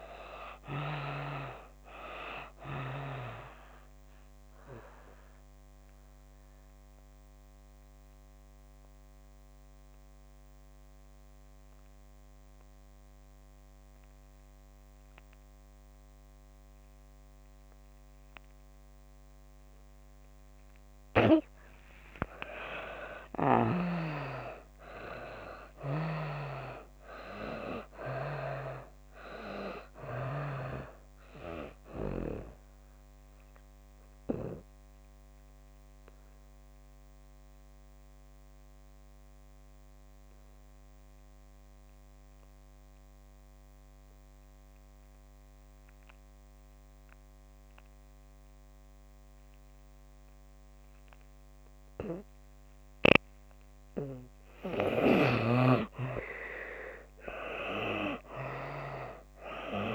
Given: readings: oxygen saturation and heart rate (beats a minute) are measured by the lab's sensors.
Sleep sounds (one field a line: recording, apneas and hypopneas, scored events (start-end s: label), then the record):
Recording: breathing in sleep by a microphone on the trachea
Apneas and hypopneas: 2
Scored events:
0.00-22.50 s: oxygen desaturation (device-marked, oxygen 56% lowest)
4.00-21.50 s: mixed apnea (oxygen 83% before, 56% lowest)
22.50-28.00 s: arousal
27.50-51.50 s: oxygen desaturation (device-marked, oxygen 96% before, 69% lowest)
32.50-52.00 s: obstructive apnea (oxygen 96% before, 69% lowest)
53.50-59.95 s: oxygen desaturation (device-marked, oxygen 96% before, 70% lowest)
54.50-58.00 s: arousal
From the record:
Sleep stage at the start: N2 (light sleep)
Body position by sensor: on the back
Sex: female